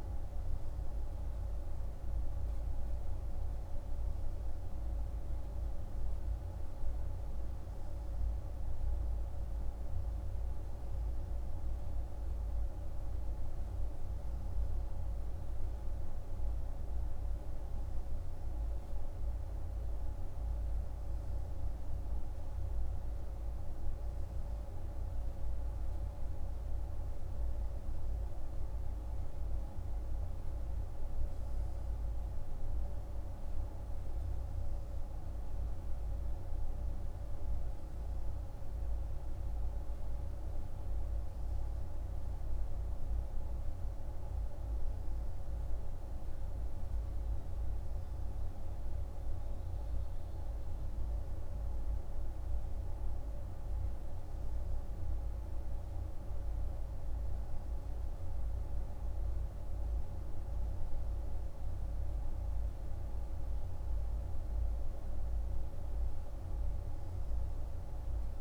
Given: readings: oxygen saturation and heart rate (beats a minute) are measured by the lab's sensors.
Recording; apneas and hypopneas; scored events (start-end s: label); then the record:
breathing in sleep, hard to hear, by a room microphone; none
none scored
From the record:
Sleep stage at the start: N3 (deep sleep); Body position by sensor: on the right side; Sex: male